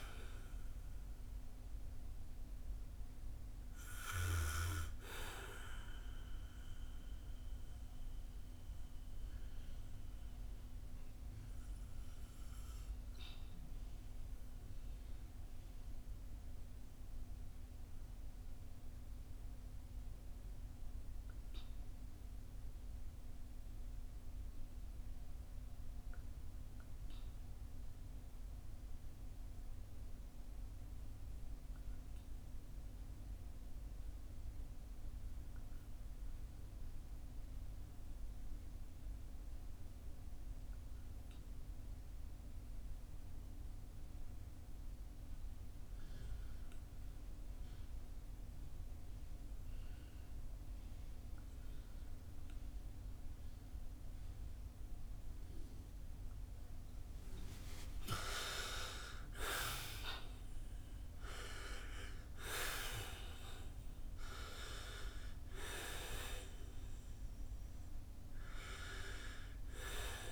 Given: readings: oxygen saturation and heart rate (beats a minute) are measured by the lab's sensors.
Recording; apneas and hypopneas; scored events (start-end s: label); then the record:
breathing in sleep by a room microphone; 1
0.00-25.00 s: oxygen desaturation (device-marked, oxygen 73% lowest, heart rate 51 extreme)
6.50-54.50 s: obstructive apnea (oxygen 93% before, 73% lowest, heart rate 74 before, 51 extreme, up 15 after)
37.00-70.31 s: oxygen desaturation (device-marked, oxygen 98% before, 76% lowest, heart rate 53 before, 51 extreme)
56.50-62.50 s: arousal
From the record:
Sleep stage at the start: N2 (light sleep); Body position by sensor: on the back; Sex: male